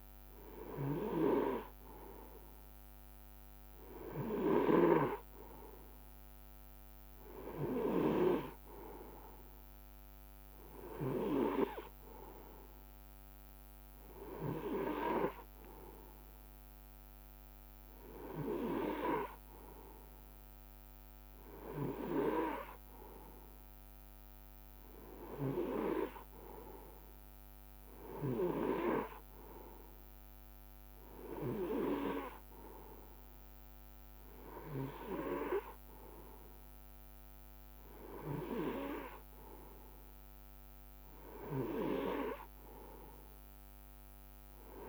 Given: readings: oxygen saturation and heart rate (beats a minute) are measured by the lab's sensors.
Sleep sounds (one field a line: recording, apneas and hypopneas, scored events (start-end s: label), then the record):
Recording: breathing in sleep by a microphone on the trachea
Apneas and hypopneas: none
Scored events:
13.00-44.89 s: new sleep stage, N3 (deep sleep)
From the record:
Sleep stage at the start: N2 (light sleep)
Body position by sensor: on the right side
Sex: male